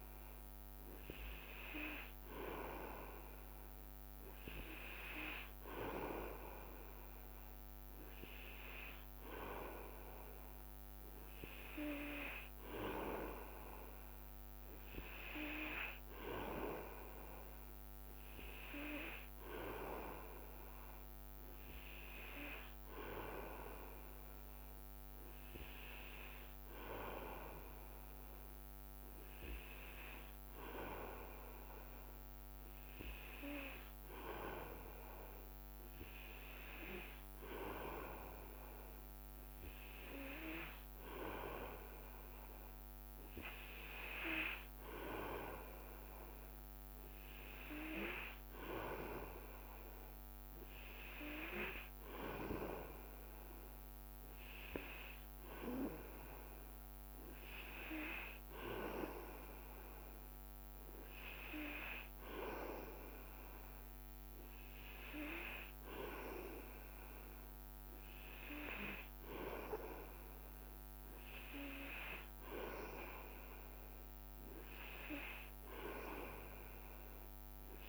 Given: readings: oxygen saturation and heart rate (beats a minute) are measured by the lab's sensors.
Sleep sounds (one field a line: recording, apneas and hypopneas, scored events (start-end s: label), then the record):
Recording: breathing in sleep by a microphone on the trachea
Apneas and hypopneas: none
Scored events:
0.00-4.00 s: leg movement (device-marked)
19.50-26.50 s: leg movement (device-marked)
28.00-29.00 s: leg movement (device-marked)
30.00-33.50 s: leg movement (device-marked)
58.00-68.00 s: leg movement (device-marked)
From the record:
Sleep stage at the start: N2 (light sleep)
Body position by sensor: on the back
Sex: male